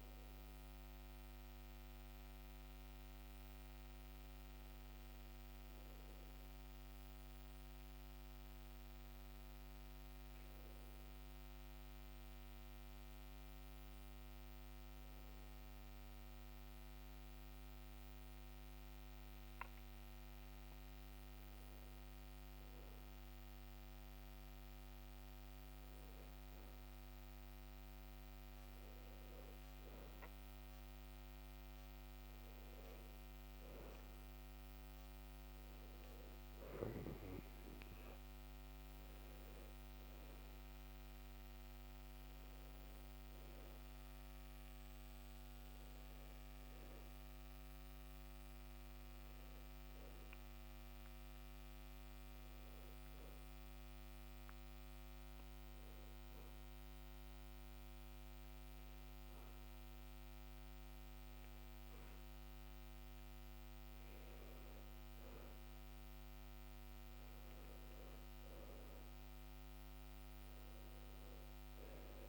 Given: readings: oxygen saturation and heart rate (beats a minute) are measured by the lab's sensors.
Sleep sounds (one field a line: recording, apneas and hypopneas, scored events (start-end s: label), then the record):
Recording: breathing in sleep, hard to hear, by a microphone on the trachea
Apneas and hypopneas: 2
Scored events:
12.50-24.00 s: hypopnea (oxygen 98% before, 92% lowest, heart rate 66 before, 67 extreme, up 2 after)
25.50-29.50 s: arousal
32.50-50.50 s: oxygen desaturation (device-marked, oxygen 95% before, 92% lowest, heart rate 68 before, 68 extreme)
55.00-65.00 s: obstructive apnea (oxygen 95% before, 90% lowest, heart rate 71 before, 67 extreme, up 5 after)
67.50-71.00 s: arousal
From the record:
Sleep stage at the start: N2 (light sleep)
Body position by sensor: on the back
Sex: male